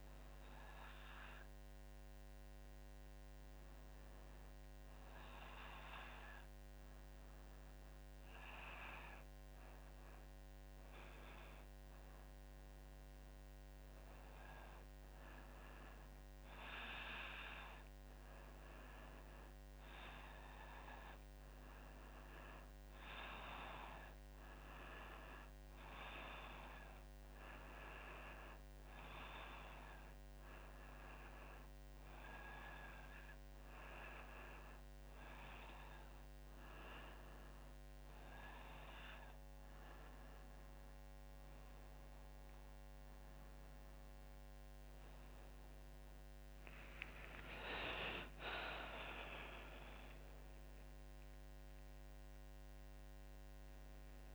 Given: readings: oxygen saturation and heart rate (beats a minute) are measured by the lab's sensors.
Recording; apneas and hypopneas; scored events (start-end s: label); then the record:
breathing in sleep by a microphone on the trachea; none
47.00-52.00 s: arousal
From the record:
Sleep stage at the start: N2 (light sleep); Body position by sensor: on the back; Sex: female